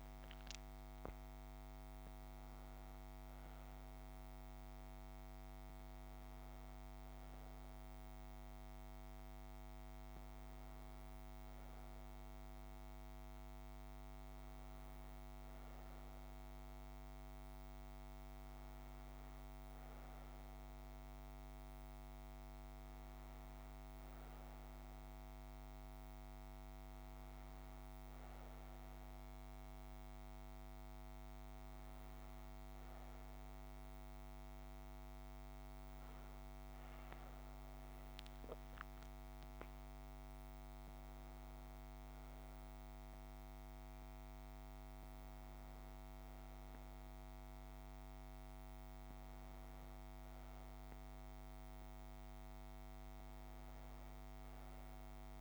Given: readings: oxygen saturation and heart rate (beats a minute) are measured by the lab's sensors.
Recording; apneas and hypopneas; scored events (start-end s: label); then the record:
breathing in sleep, hard to hear, by a microphone on the trachea; none
none scored
From the record:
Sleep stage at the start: N1 (lightest sleep); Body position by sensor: on the back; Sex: female